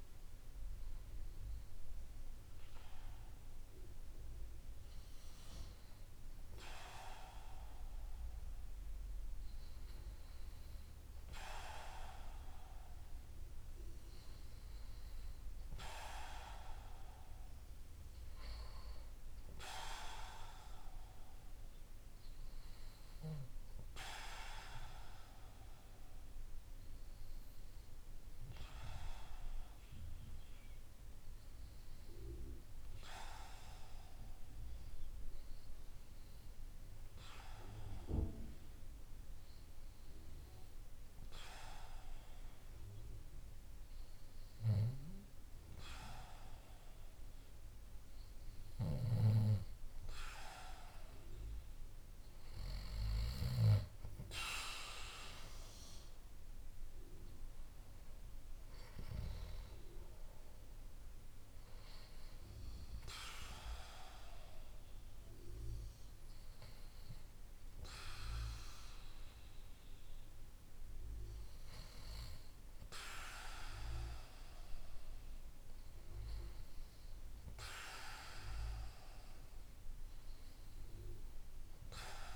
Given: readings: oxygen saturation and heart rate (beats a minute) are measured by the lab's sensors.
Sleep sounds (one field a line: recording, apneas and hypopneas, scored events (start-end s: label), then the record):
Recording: breathing in sleep by a room microphone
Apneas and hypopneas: 1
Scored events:
27.00-47.00 s: hypopnea (oxygen 95% before, 93% lowest, heart rate 55 before, 49 extreme, up 0 after)
48.00-53.00 s: snoring (device-marked)
49.50-53.50 s: arousal
From the record:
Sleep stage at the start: N2 (light sleep)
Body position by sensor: on the back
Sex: male